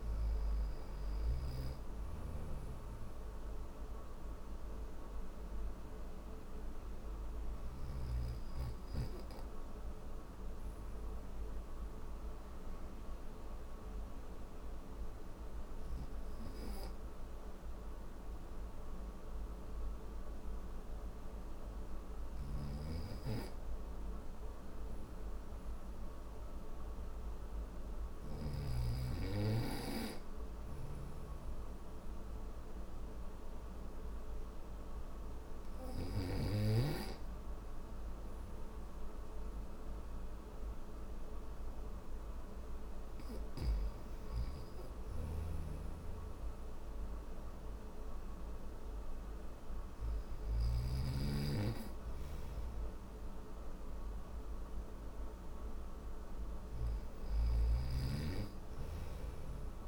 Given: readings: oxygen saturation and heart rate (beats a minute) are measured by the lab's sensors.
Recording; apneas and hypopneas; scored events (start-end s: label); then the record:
breathing in sleep by a room microphone; none
21.00-27.50 s: snoring (device-marked)
29.50-35.50 s: snoring (device-marked)
46.00-59.88 s: oxygen desaturation (device-marked, oxygen 96% before, 92% lowest, heart rate 64 before, 59 extreme)
49.50-56.00 s: snoring (device-marked)
58.00-59.88 s: snoring (device-marked)
From the record:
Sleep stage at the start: N3 (deep sleep); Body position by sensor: on the back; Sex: male